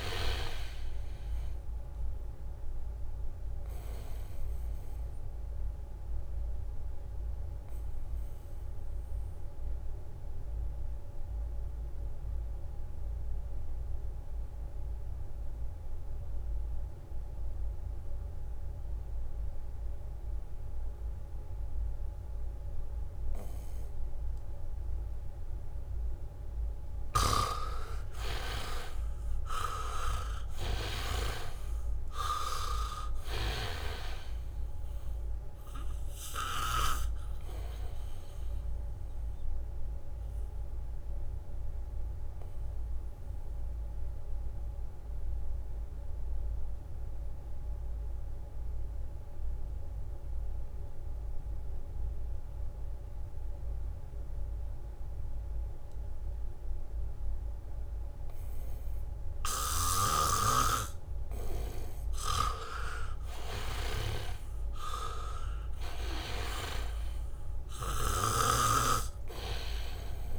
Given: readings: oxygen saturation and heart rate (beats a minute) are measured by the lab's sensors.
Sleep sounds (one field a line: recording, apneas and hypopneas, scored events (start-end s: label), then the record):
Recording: breathing in sleep by a room microphone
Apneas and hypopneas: 2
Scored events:
0.00-18.50 s: oxygen desaturation (device-marked, oxygen 81% lowest, heart rate 68 extreme)
4.00-25.50 s: obstructive apnea (oxygen 99% before, 80% lowest, heart rate 75 before, 68 extreme, up 3 after)
12.00-13.50 s: leg movement (device-marked)
22.50-52.50 s: oxygen desaturation (device-marked, oxygen 99% before, 80% lowest, heart rate 72 before, 67 extreme)
25.50-26.50 s: leg movement (device-marked)
30.00-33.50 s: arousal
39.00-59.50 s: obstructive apnea (oxygen 99% before, 80% lowest, heart rate 72 before, 67 extreme, up 1 after)
40.50-44.50 s: leg movement (device-marked)
62.00-65.50 s: arousal
62.50-68.50 s: snoring (device-marked)
64.50-70.39 s: oxygen desaturation (device-marked, oxygen 99% before, 80% lowest, heart rate 73 before, 68 extreme)
From the record:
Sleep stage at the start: N2 (light sleep)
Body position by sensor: on the back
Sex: male